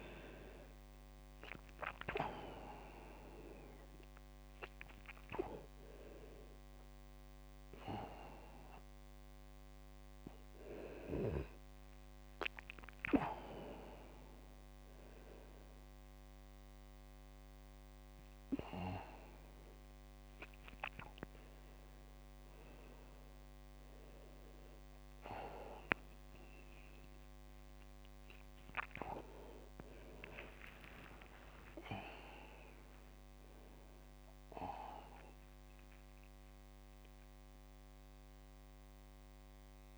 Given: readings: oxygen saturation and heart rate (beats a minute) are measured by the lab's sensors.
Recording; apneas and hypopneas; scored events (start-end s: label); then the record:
a person awake in a sleep study, by a microphone on the trachea; none
2.50-32.50 s: new sleep stage, awake
32.50-39.97 s: new sleep stage, N1 (lightest sleep)
From the record:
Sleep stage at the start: N2 (light sleep); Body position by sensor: on the right side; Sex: male